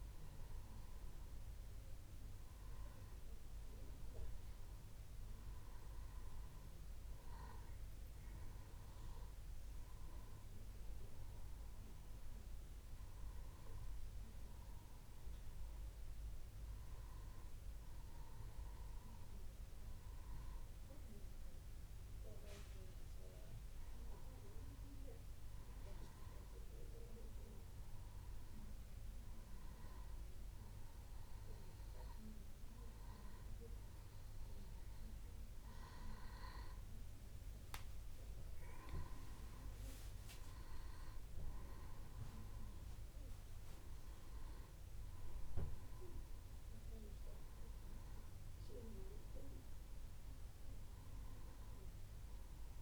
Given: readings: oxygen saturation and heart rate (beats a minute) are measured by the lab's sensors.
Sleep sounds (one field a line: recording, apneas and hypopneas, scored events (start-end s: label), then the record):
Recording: breathing in sleep by a room microphone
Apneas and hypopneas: none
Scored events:
none scored
From the record:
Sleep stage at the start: N1 (lightest sleep)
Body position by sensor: on the back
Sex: male